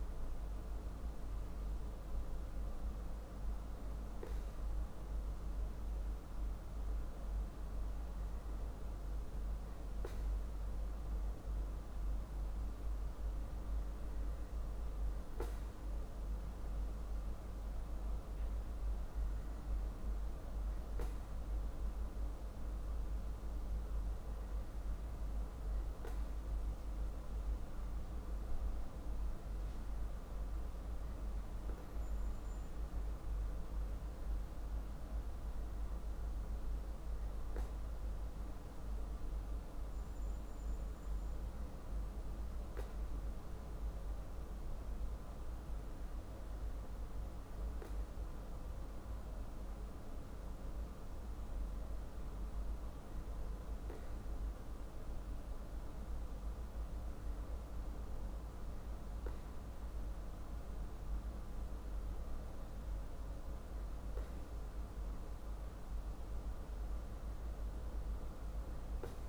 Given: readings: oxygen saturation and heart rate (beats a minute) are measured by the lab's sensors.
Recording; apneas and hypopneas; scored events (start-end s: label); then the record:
breathing in sleep, hard to hear, by a room microphone; none
none scored
From the record:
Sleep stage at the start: N2 (light sleep); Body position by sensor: on the back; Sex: male